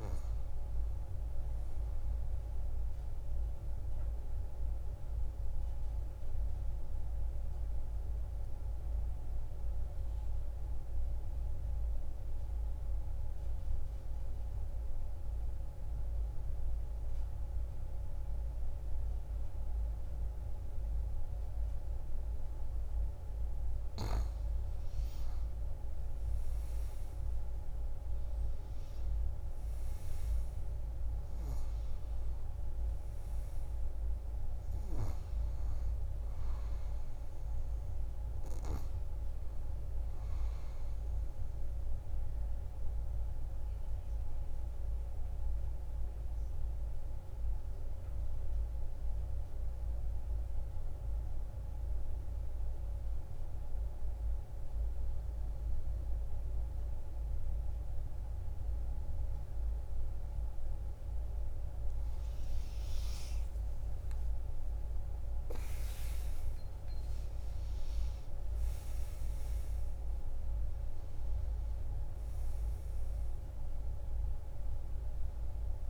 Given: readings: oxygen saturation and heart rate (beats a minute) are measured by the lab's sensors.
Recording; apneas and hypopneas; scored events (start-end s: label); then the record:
breathing in sleep, hard to hear, by a room microphone; 2
0.00-14.50 s: oxygen desaturation (device-marked, oxygen 91% lowest)
2.50-23.50 s: obstructive apnea (oxygen 97% before, 90% lowest)
23.50-52.50 s: oxygen desaturation (device-marked, oxygen 98% before, 90% lowest)
25.50-28.50 s: arousal
40.50-61.50 s: obstructive apnea (oxygen 98% before, 90% lowest)
63.00-67.50 s: arousal
64.50-75.90 s: oxygen desaturation (device-marked, oxygen 98% before, 91% lowest)
From the record:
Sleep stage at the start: N2 (light sleep); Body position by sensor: on the back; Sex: female